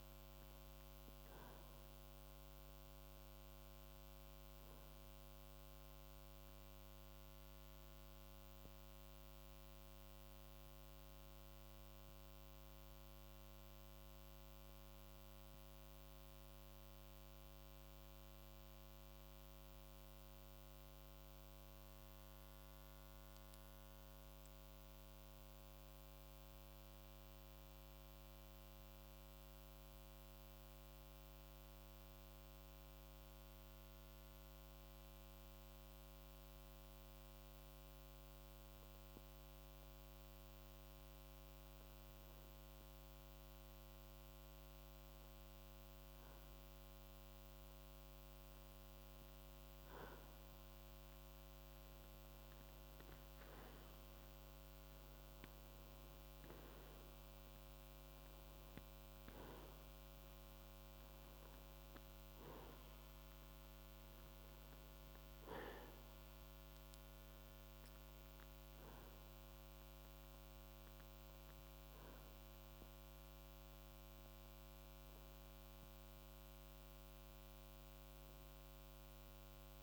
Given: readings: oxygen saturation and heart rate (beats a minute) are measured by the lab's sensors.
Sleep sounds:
breathing in sleep, hard to hear, by a microphone on the trachea; 1
15.00-36.00 s: central apnea (oxygen 93% before, 90% lowest, heart rate 54 before, 53 extreme, up 1 after)
38.50-42.00 s: arousal
From the record:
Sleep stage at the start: N2 (light sleep); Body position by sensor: on the right side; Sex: male

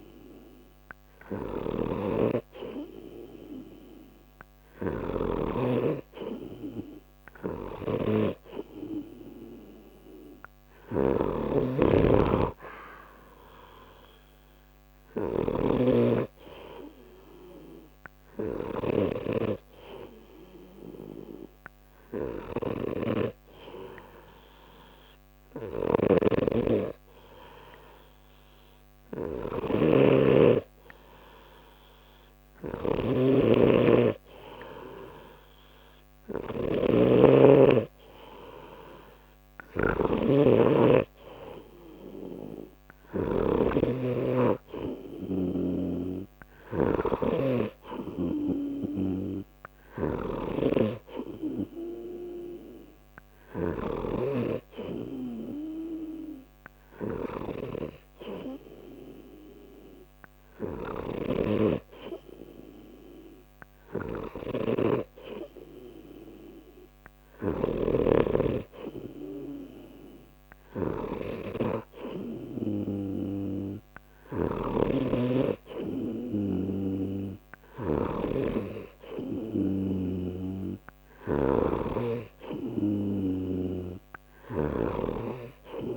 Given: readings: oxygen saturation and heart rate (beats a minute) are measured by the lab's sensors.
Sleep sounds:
breathing in sleep by a microphone on the trachea; none
0.00-43.50 s: snoring (device-marked)
45.50-68.00 s: snoring (device-marked)
74.50-85.97 s: snoring (device-marked)
From the record:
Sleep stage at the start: N3 (deep sleep); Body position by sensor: on the right side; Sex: male

